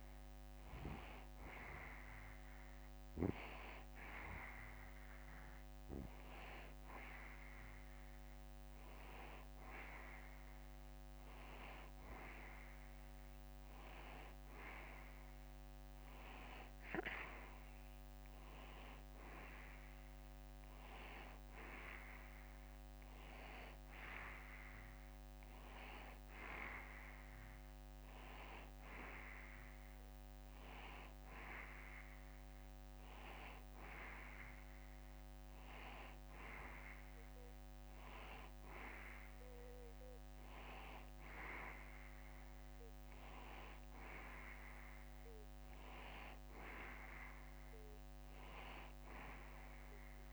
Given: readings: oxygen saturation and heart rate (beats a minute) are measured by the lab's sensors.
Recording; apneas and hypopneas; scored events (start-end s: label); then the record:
breathing in sleep by a microphone on the trachea; none
none scored
From the record:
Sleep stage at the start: N2 (light sleep); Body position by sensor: on the back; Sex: male